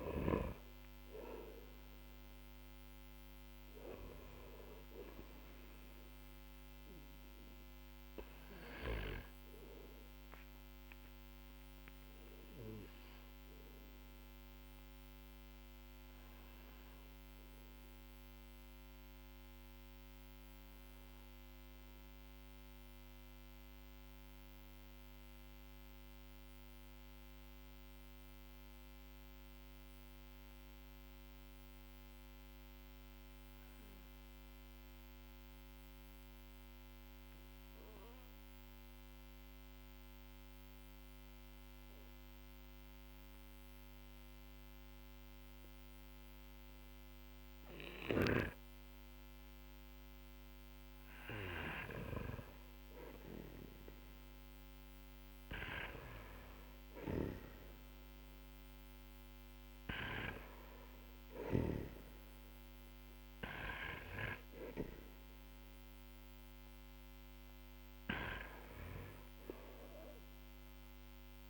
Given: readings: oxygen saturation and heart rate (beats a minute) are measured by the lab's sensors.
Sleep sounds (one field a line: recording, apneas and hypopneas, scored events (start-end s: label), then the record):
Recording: breathing in sleep by a microphone on the trachea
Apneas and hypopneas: 1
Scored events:
0.00-24.50 s: oxygen desaturation (device-marked, oxygen 91% lowest, heart rate 44 extreme)
8.50-49.00 s: obstructive apnea (oxygen 97% before, 91% lowest, heart rate 53 before, 44 extreme, up 4 after)
45.50-71.50 s: oxygen desaturation (device-marked, oxygen 99% before, 92% lowest, heart rate 52 before, 46 extreme)
50.50-55.00 s: arousal
From the record:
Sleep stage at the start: N2 (light sleep)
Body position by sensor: on the back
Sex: male